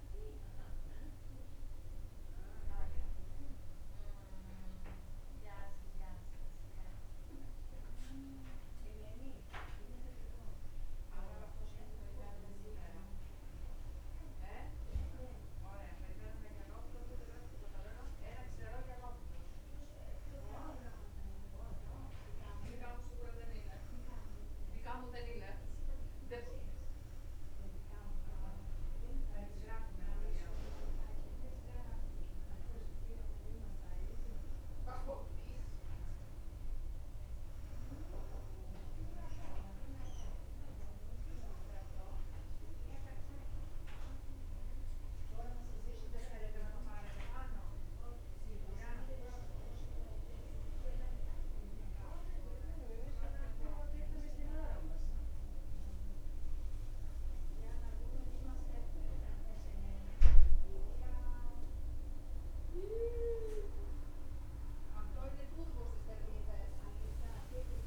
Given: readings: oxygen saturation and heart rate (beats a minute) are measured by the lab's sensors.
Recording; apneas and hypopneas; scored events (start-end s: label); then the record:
breathing in sleep by a room microphone; none
none scored
From the record:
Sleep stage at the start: N2 (light sleep); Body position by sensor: on the back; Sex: female